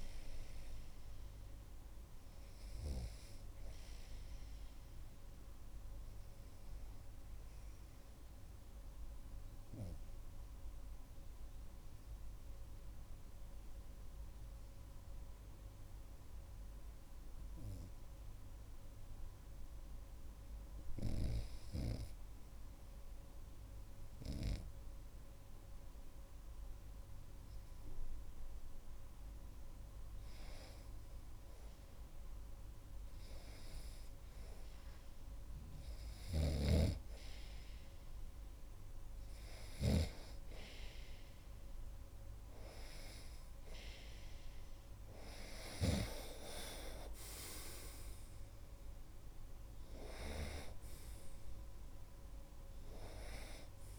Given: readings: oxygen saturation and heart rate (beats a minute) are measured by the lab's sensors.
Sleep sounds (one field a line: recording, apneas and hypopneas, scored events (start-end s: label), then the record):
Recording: breathing in sleep by a room microphone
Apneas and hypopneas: 1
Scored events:
8.50-29.50 s: hypopnea (oxygen 98% before, 93% lowest)
21.00-25.00 s: snoring (device-marked)
23.00-53.99 s: new sleep stage, REM sleep
32.50-35.50 s: arousal
36.50-46.50 s: snoring (device-marked)
37.00-53.99 s: oxygen desaturation (device-marked, oxygen 98% before, 93% lowest)
From the record:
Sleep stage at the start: N2 (light sleep)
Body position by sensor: on the right side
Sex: male